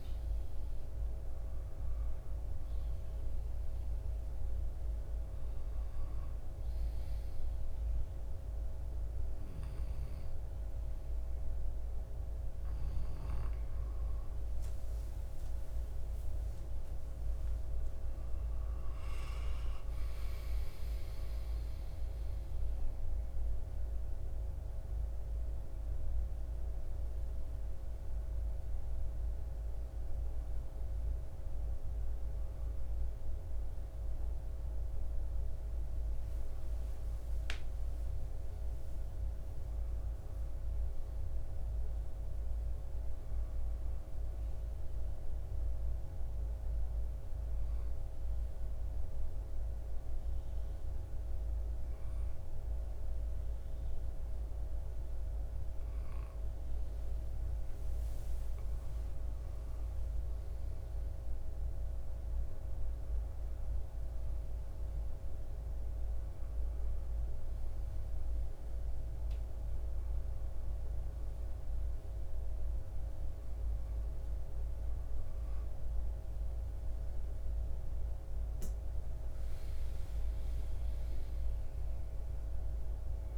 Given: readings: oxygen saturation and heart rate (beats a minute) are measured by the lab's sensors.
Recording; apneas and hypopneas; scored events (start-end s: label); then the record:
breathing in sleep, hard to hear, by a room microphone; none
15.00-20.50 s: arousal
57.00-61.50 s: arousal
62.50-83.38 s: new sleep stage, N1 (lightest sleep)
64.50-83.38 s: oxygen desaturation (device-marked, oxygen 96% before, 93% lowest, heart rate 60 before, 59 extreme)
77.00-82.50 s: arousal
From the record:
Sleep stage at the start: N2 (light sleep); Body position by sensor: on the left side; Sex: male